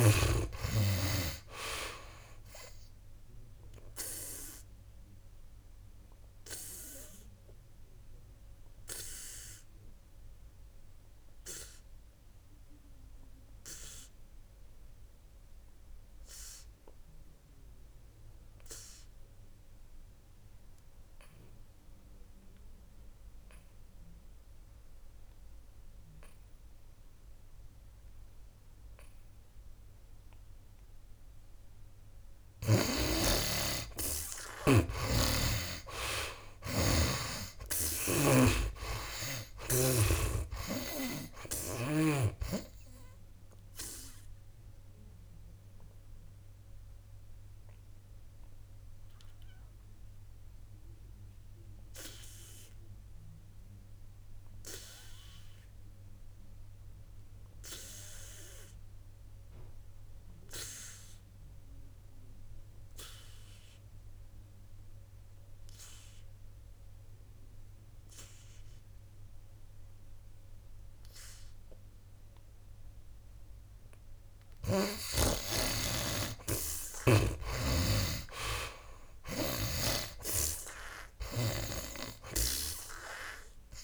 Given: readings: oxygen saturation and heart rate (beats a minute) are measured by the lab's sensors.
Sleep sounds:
breathing in sleep by a room microphone; 2
0.00-2.00 s: arousal
0.00-27.00 s: oxygen desaturation (device-marked, oxygen 83% lowest, heart rate 58 extreme)
5.00-32.00 s: obstructive apnea (oxygen 99% before, 73% lowest, heart rate 65 before, 58 extreme, up 13 after)
33.00-66.00 s: oxygen desaturation (device-marked, oxygen 95% before, 73% lowest, heart rate 60 before, 58 extreme)
35.00-38.50 s: arousal
38.00-42.50 s: snoring (device-marked)
44.00-73.50 s: obstructive apnea (oxygen 95% before, 73% lowest, heart rate 64 before, 58 extreme, up 10 after)
72.00-83.84 s: oxygen desaturation (device-marked, oxygen 97% before, 76% lowest, heart rate 61 before, 58 extreme)
76.00-79.00 s: arousal
77.50-83.84 s: snoring (device-marked)
From the record:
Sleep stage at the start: N2 (light sleep); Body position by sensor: on the back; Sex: male

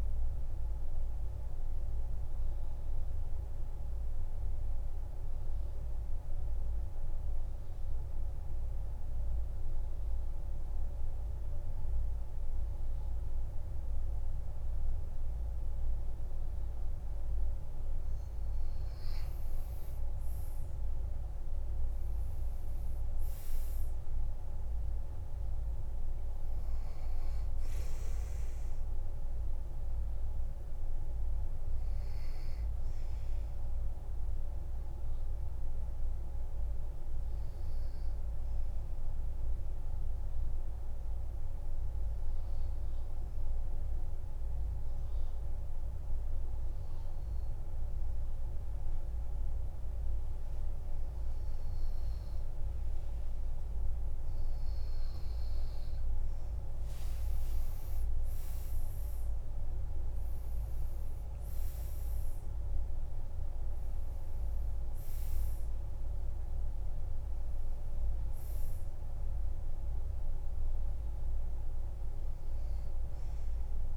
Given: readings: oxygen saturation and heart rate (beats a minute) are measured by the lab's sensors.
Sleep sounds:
breathing in sleep, hard to hear, by a room microphone; 2
0.00-9.00 s: oxygen desaturation (device-marked, oxygen 92% lowest, heart rate 47 extreme)
1.00-19.00 s: mixed apnea (oxygen 97% before, 91% lowest, heart rate 60 before, 47 extreme, up 8 after)
21.00-24.00 s: arousal
22.00-47.00 s: oxygen desaturation (device-marked, oxygen 99% before, 94% lowest, heart rate 49 before, 48 extreme)
32.00-54.00 s: obstructive apnea (oxygen 99% before, 91% lowest, heart rate 52 before, 47 extreme, up 10 after)
57.00-73.97 s: oxygen desaturation (device-marked, oxygen 98% before, 91% lowest, heart rate 51 before, 46 extreme)
57.50-62.50 s: arousal
From the record:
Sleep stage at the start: N2 (light sleep); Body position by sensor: on the back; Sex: male

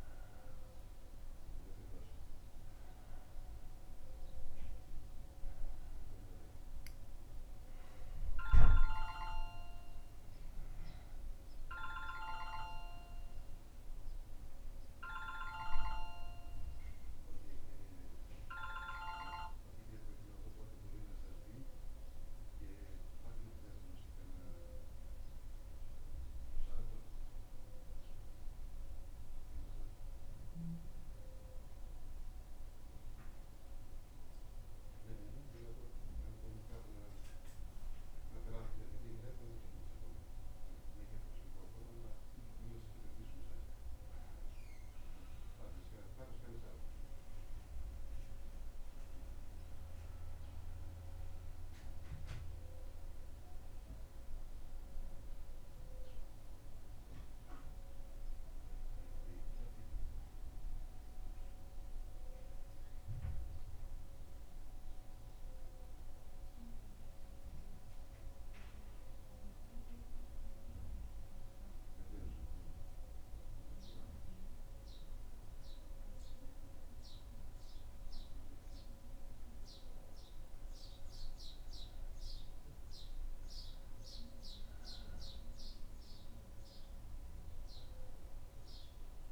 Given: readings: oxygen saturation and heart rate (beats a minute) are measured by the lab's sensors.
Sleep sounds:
breathing in sleep by a room microphone; none
3.50-8.50 s: arousal
From the record:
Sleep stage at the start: N1 (lightest sleep); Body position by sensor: on the back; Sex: male

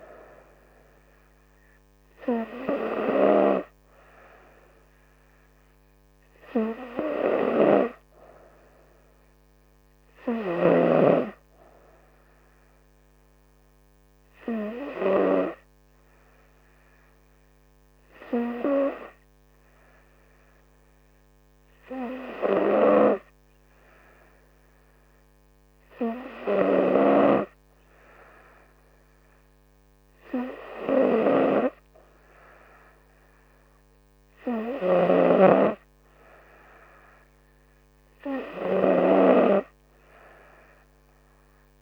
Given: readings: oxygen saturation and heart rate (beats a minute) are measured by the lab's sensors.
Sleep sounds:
breathing in sleep by a microphone on the trachea; none
none scored
From the record:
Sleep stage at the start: N3 (deep sleep); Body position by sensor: on the front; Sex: female

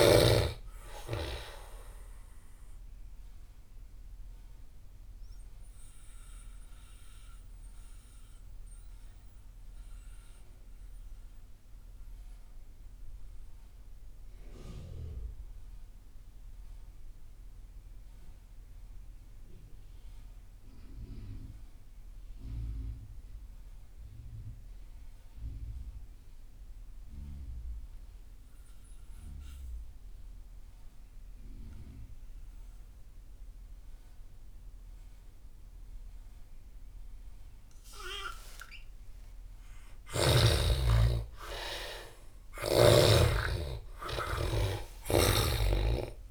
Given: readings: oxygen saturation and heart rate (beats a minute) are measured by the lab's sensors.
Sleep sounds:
breathing in sleep by a room microphone; 1
0.00-17.50 s: oxygen desaturation (device-marked, oxygen 73% lowest)
5.50-39.00 s: mixed apnea (oxygen 97% before, 73% lowest)
32.50-46.31 s: oxygen desaturation (device-marked, oxygen 98% before, 75% lowest)
40.00-44.50 s: arousal
From the record:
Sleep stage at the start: N2 (light sleep); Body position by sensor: on the back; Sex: male

